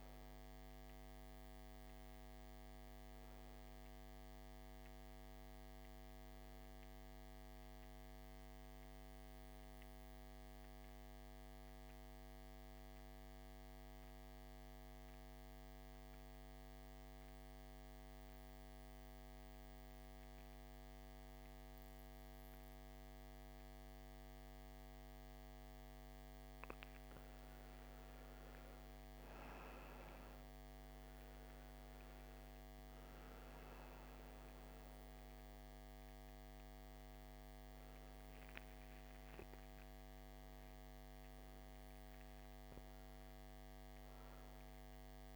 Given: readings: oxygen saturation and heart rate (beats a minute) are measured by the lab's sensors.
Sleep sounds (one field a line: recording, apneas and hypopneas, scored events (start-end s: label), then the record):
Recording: breathing in sleep, hard to hear, by a microphone on the trachea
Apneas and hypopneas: 1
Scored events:
0.00-2.50 s: oxygen desaturation (device-marked, oxygen 89% lowest, heart rate 56 extreme)
10.50-26.00 s: central apnea (oxygen 98% before, 88% lowest, heart rate 65 before, 56 extreme, up 14 after)
28.00-32.00 s: arousal
28.50-45.36 s: oxygen desaturation (device-marked, oxygen 98% before, 88% lowest, heart rate 58 before, 55 extreme)
From the record:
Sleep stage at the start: N2 (light sleep)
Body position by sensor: on the back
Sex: male